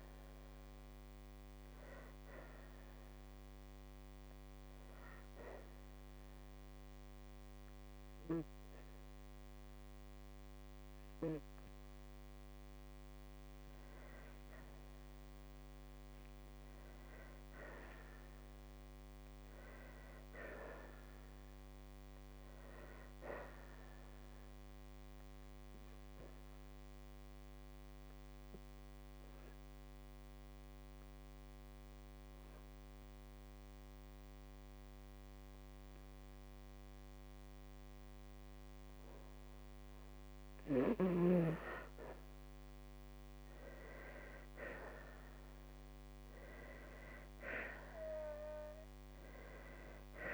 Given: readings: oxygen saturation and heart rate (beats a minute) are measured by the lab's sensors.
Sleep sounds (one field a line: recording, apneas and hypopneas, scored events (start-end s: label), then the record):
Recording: breathing in sleep by a microphone on the trachea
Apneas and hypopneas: 2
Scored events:
1.50-13.00 s: obstructive apnea (oxygen 98% before, 93% lowest, heart rate 58 before, 53 extreme, up 7 after)
16.00-20.00 s: arousal
24.00-40.00 s: obstructive apnea (oxygen 98% before, 93% lowest, heart rate 56 before, 53 extreme, up 5 after)
32.50-43.50 s: oxygen desaturation (device-marked, oxygen 97% before, 93% lowest, heart rate 57 before, 54 extreme)
45.00-49.50 s: arousal
From the record:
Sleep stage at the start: N2 (light sleep)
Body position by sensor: on the right side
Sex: female